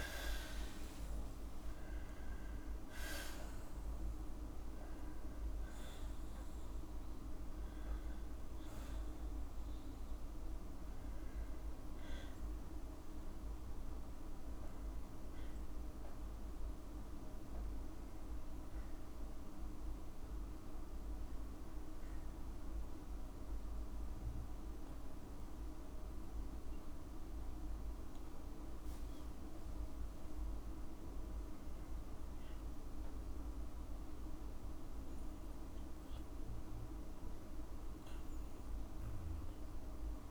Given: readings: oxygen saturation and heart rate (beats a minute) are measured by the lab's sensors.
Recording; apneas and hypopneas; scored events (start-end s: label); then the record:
breathing in sleep, hard to hear, by a room microphone; 1
11.00-29.00 s: obstructive apnea (oxygen 96% before, 93% lowest, heart rate 56 before, 51 extreme, up 2 after)
30.50-32.50 s: arousal
From the record:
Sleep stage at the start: N2 (light sleep); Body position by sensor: on the back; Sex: female